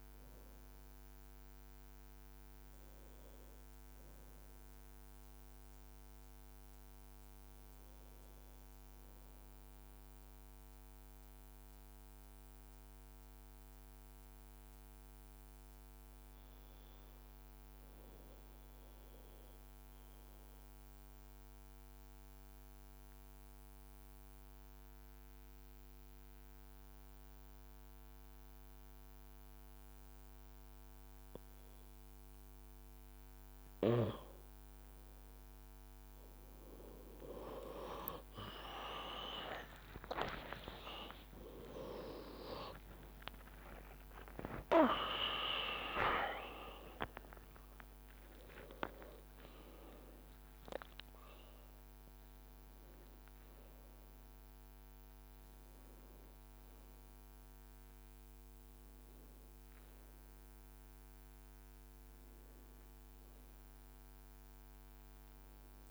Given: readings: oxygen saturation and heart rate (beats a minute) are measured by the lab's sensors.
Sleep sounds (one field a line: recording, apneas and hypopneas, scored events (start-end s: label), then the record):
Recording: breathing in sleep by a microphone on the trachea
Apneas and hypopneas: 1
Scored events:
0.00-6.00 s: leg movement (device-marked)
10.00-31.00 s: obstructive apnea (oxygen 99% before, 93% lowest, heart rate 57 before, 53 extreme, up 3 after)
14.00-19.50 s: leg movement (device-marked)
20.50-22.00 s: leg movement (device-marked)
27.00-28.50 s: leg movement (device-marked)
29.00-34.00 s: leg movement (device-marked)
37.50-43.00 s: arousal
39.50-41.50 s: long interval between heartbeats (device-marked, heart rate 53 before, 65 extreme)
49.50-65.91 s: new sleep stage, N1 (lightest sleep)
From the record:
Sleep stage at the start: N2 (light sleep)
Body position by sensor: on the right side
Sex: male